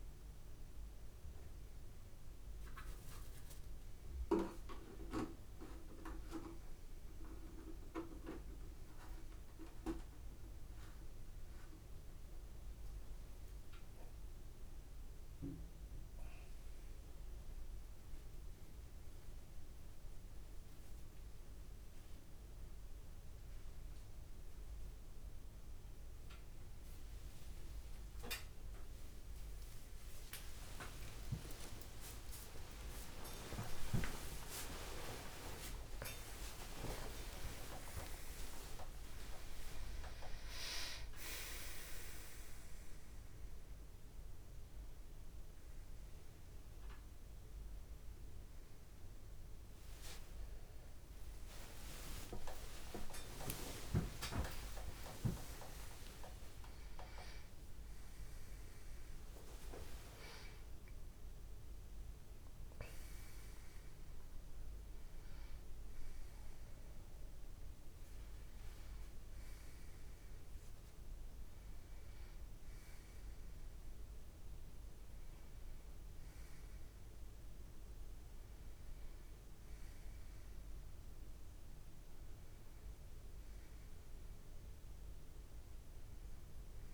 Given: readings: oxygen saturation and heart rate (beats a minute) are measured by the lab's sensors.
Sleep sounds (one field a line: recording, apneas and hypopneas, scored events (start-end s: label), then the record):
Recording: a person awake in a sleep study, by a room microphone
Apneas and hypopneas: none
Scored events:
20.00-23.00 s: tachycardia (device-marked, heart rate 84 before, 94 extreme)
31.00-48.00 s: tachycardia (device-marked, heart rate 84 before, 147 extreme)
42.00-59.00 s: oxygen desaturation (device-marked, oxygen 96% before, 92% lowest)
From the record:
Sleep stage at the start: awake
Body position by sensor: on the back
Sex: male